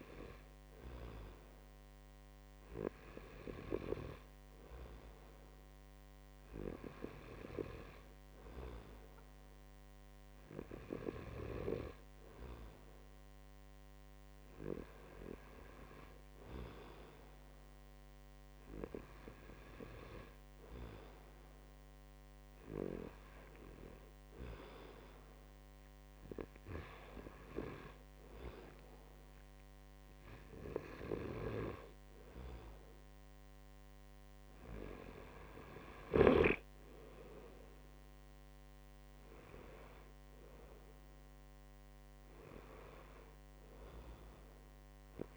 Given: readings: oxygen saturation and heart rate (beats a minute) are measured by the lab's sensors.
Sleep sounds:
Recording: breathing in sleep by a microphone on the trachea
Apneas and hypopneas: none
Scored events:
none scored
From the record:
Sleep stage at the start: N2 (light sleep)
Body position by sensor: on the right side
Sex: male

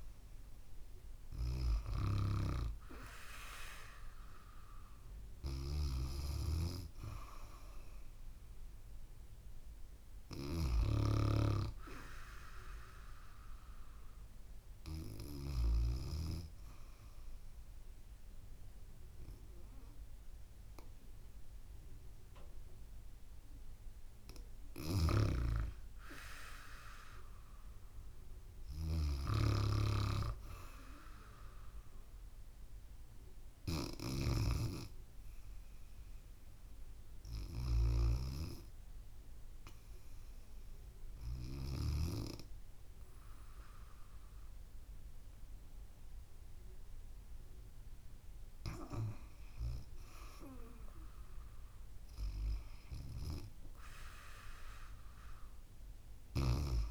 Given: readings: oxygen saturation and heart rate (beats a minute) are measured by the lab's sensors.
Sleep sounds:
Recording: breathing in sleep by a room microphone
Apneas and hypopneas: 2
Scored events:
0.00-1.50 s: oxygen desaturation (device-marked, oxygen 92% lowest, heart rate 68 extreme)
6.00-11.00 s: snoring (device-marked)
13.50-24.50 s: hypopnea (oxygen 95% before, 91% lowest, heart rate 73 before, 60 extreme, up 2 after)
26.50-30.00 s: arousal
38.50-49.00 s: obstructive apnea (oxygen 95% before, 89% lowest, heart rate 68 before, 70 extreme, up 3 after)
50.50-54.50 s: arousal
From the record:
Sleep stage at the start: REM sleep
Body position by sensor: on the back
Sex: female

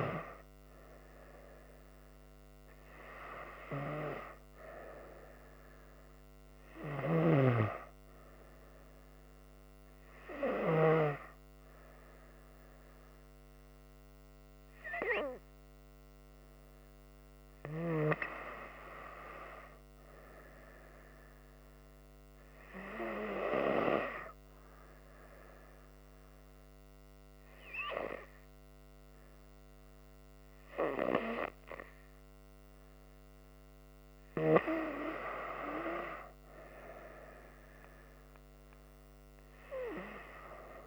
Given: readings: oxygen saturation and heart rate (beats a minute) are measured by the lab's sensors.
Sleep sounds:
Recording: breathing in sleep by a microphone on the trachea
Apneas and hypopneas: 1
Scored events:
20.50-34.50 s: hypopnea (oxygen 97% before, 95% lowest, heart rate 68 before, 66 extreme, up 2 after)
36.00-40.00 s: arousal
From the record:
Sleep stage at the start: N2 (light sleep)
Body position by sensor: on the front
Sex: female

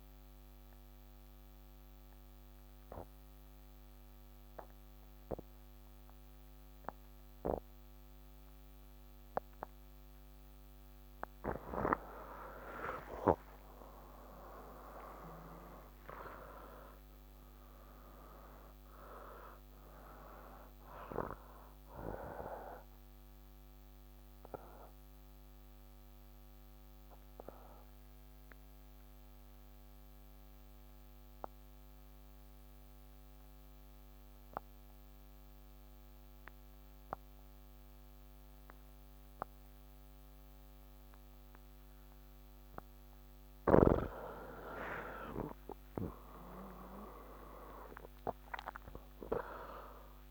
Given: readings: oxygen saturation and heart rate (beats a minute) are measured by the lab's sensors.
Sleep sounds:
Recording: breathing in sleep by a microphone on the trachea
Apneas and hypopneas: 1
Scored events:
0.00-4.00 s: oxygen desaturation (device-marked, oxygen 93% lowest)
15.00-38.00 s: oxygen desaturation (device-marked, oxygen 96% before, 89% lowest)
25.50-44.50 s: hypopnea (oxygen 96% before, 85% lowest)
47.00-50.31 s: oxygen desaturation (device-marked, oxygen 98% before, 89% lowest)
From the record:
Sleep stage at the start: N1 (lightest sleep)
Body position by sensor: on the back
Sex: male

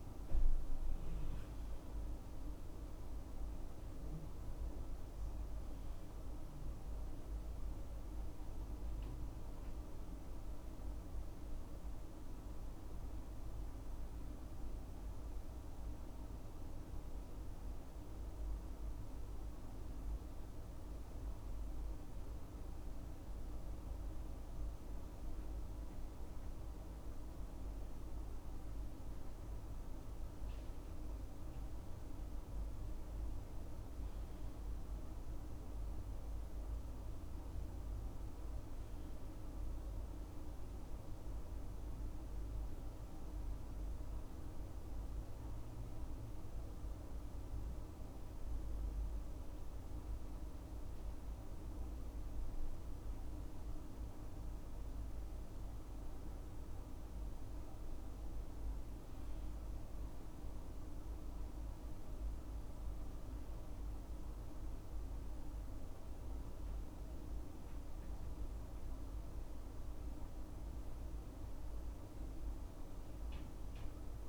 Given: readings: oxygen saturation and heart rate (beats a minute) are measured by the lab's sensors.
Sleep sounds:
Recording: breathing in sleep, hard to hear, by a room microphone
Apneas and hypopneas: 2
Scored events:
7.00-10.50 s: arousal
13.50-32.00 s: mixed apnea (oxygen 95% before, 94% lowest, heart rate 68 before, 65 extreme, up 4 after)
35.00-38.50 s: arousal
43.00-57.00 s: mixed apnea (oxygen 98% before, 93% lowest, heart rate 68 before, 65 extreme, up 7 after)
58.50-61.50 s: arousal
From the record:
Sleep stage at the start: N2 (light sleep)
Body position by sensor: on the left side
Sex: male

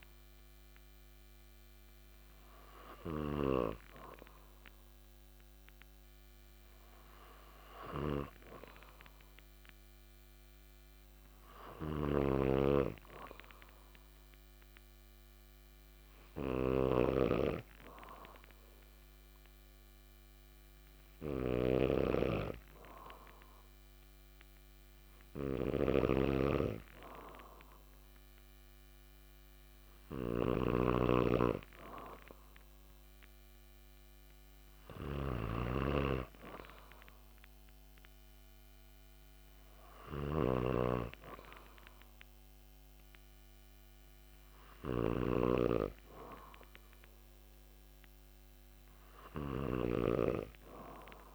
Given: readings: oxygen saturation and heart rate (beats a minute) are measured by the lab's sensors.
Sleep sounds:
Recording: breathing in sleep by a microphone on the trachea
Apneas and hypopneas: none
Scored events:
0.00-3.50 s: snoring (device-marked)
12.00-51.35 s: snoring (device-marked)
From the record:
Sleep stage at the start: N2 (light sleep)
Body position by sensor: on the back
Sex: male

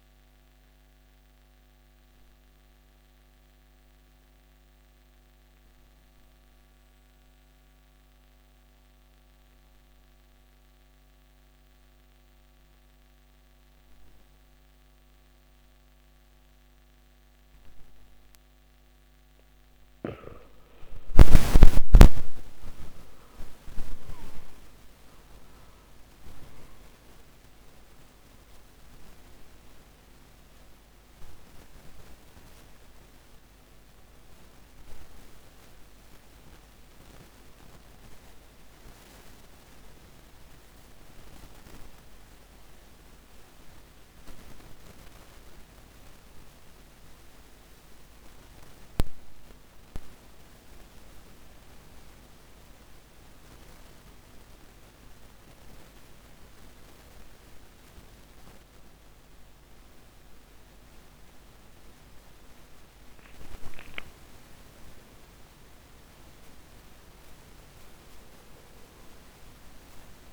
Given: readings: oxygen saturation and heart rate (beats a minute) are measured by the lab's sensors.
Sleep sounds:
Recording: breathing in sleep by a microphone on the trachea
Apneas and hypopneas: 2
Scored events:
0.50-20.50 s: obstructive apnea (oxygen 95% before, 92% lowest, heart rate 59 before, 52 extreme, up 18 after)
14.50-24.50 s: oxygen desaturation (device-marked, oxygen 96% before, 93% lowest, heart rate 55 before, 62 extreme)
20.50-70.33 s: new sleep stage, N1 (lightest sleep)
21.00-26.00 s: arousal
48.50-62.50 s: obstructive apnea (oxygen 96% before, 92% lowest, heart rate 66 before, 64 extreme, up 5 after)
58.50-70.33 s: oxygen desaturation (device-marked, oxygen 96% before, 92% lowest, heart rate 65 before, 64 extreme)
63.50-68.00 s: arousal
From the record:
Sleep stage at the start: N2 (light sleep)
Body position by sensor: on the back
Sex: male

